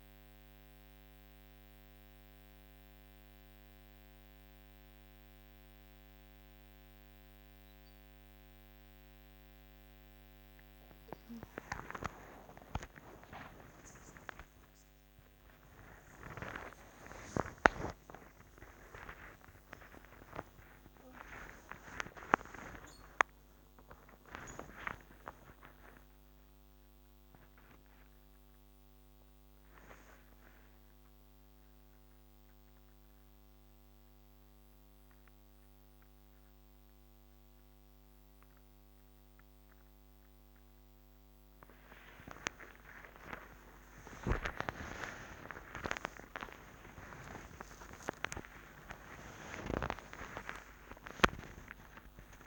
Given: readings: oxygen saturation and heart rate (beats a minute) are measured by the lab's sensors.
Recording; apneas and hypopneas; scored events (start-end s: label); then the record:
a person awake in a sleep study, by a microphone on the trachea; none
12.00-52.47 s: new sleep stage, awake
From the record:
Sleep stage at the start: N2 (light sleep); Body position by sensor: on the back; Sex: female